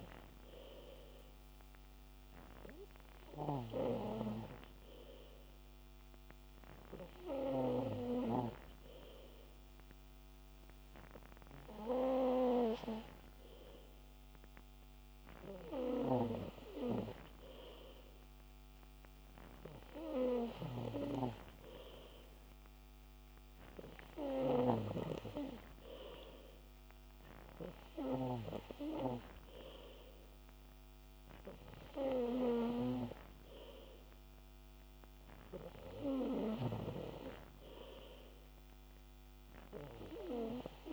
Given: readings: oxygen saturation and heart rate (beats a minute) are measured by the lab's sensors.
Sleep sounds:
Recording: breathing in sleep by a microphone on the trachea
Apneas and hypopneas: none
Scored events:
none scored
From the record:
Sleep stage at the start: N3 (deep sleep)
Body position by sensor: on the back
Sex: male

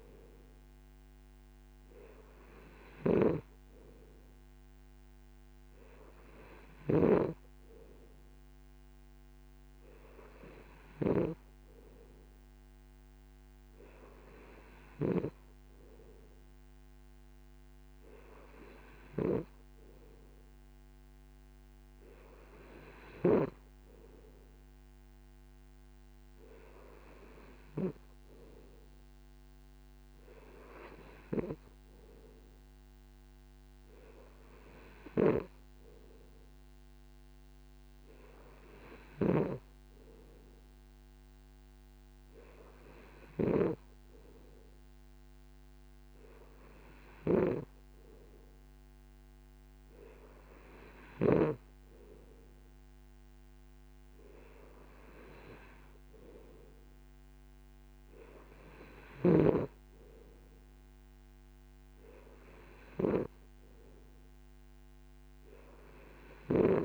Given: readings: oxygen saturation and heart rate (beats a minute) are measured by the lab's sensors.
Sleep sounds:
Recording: breathing in sleep by a microphone on the trachea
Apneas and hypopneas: none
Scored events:
none scored
From the record:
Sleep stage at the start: N2 (light sleep)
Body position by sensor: on the right side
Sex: male

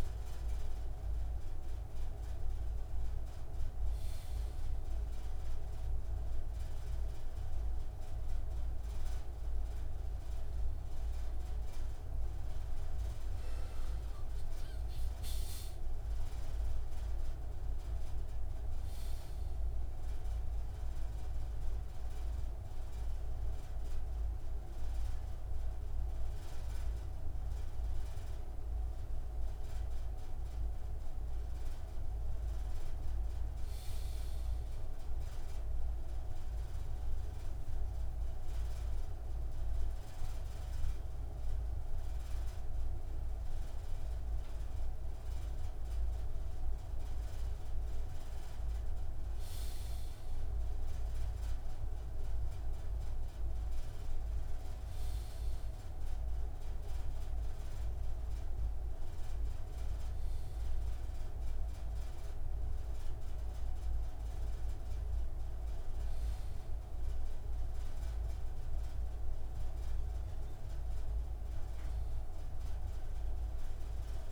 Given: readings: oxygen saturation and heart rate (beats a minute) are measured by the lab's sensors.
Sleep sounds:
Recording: breathing in sleep, hard to hear, by a room microphone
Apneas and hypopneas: 1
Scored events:
24.50-29.00 s: arousal
36.00-47.00 s: central apnea (oxygen 98% before, 95% lowest, heart rate 45 before, 46 extreme)
48.50-51.50 s: arousal
53.00-65.00 s: oxygen desaturation (device-marked, oxygen 98% before, 95% lowest, heart rate 56 before, 46 extreme)
From the record:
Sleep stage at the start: N2 (light sleep)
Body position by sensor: on the left side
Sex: male

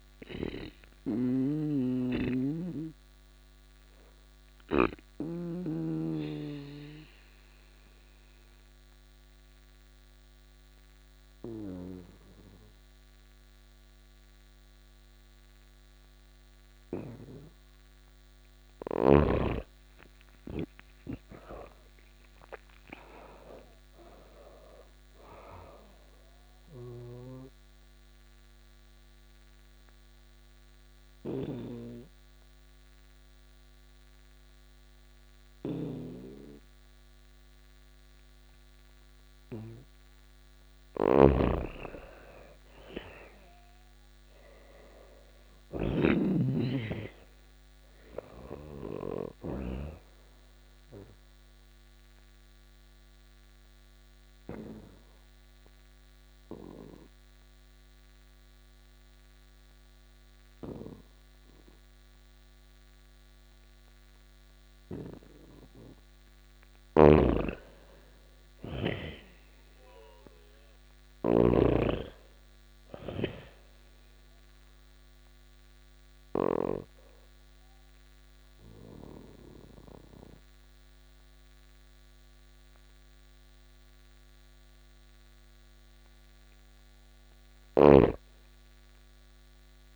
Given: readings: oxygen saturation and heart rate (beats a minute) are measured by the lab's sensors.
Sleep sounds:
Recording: breathing in sleep by a microphone on the trachea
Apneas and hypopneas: 4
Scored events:
0.00-4.00 s: snoring (device-marked)
0.00-13.50 s: oxygen desaturation (device-marked, oxygen 87% lowest)
2.00-18.00 s: obstructive apnea (oxygen 97% before, 87% lowest)
19.50-22.50 s: arousal
26.00-49.00 s: snoring (device-marked)
26.50-39.00 s: obstructive apnea (oxygen 98% before, 88% lowest)
27.50-40.50 s: oxygen desaturation (device-marked, oxygen 98% before, 89% lowest)
41.00-44.50 s: arousal
49.50-62.50 s: oxygen desaturation (device-marked, oxygen 97% before, 88% lowest, heart rate 41 before, 27 extreme)
49.50-65.50 s: obstructive apnea (oxygen 97% before, 88% lowest, heart rate 41 before, 27 extreme, up 30 after)
66.00-76.00 s: snoring (device-marked)
67.00-69.50 s: arousal
69.50-89.50 s: oxygen desaturation (device-marked, oxygen 98% before, 88% lowest)
73.50-85.50 s: obstructive apnea (oxygen 98% before, 87% lowest)
From the record:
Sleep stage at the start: N2 (light sleep)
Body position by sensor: on the back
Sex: female

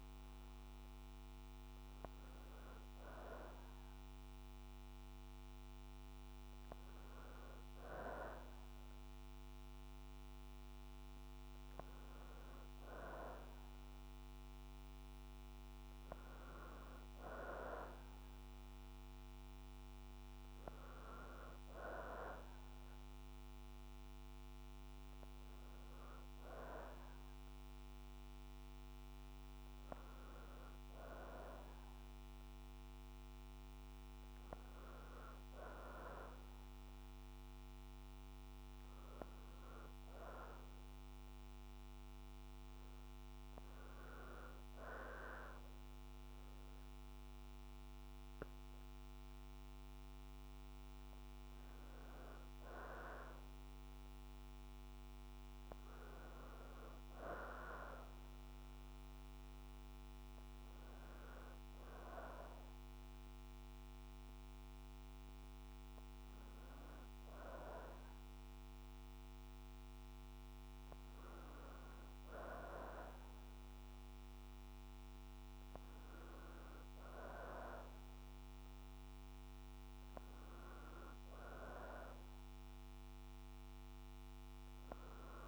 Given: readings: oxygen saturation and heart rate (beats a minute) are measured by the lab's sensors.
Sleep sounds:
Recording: breathing in sleep by a microphone on the trachea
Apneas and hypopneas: none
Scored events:
30.00-85.48 s: new sleep stage, N2 (light sleep)
From the record:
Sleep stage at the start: REM sleep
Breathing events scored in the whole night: 117 in 3.9 hours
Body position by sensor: on the back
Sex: female

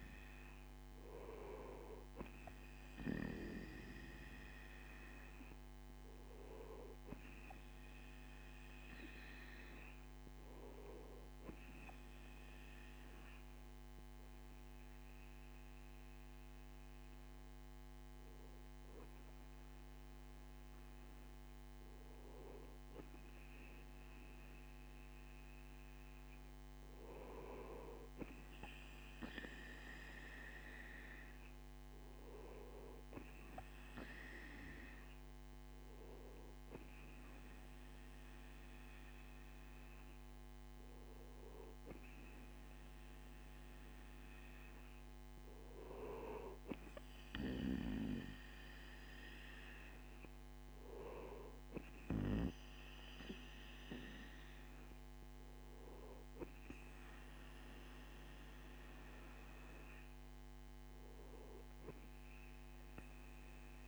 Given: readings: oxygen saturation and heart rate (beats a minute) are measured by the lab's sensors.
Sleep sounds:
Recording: breathing in sleep by a microphone on the trachea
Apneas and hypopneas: none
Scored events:
none scored
From the record:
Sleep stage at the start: N2 (light sleep)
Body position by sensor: on the right side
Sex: male

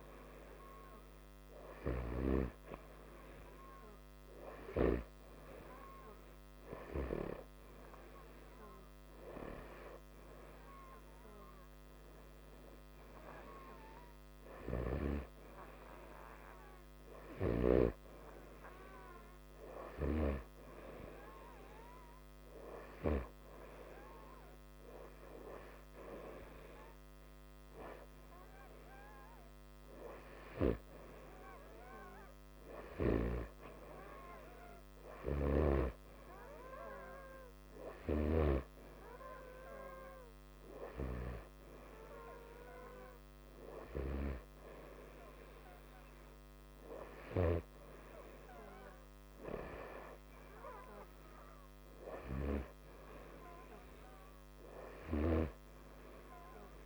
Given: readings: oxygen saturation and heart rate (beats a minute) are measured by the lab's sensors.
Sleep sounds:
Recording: breathing in sleep by a microphone on the trachea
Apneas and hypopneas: none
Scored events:
none scored
From the record:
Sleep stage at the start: N2 (light sleep)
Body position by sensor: upright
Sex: male

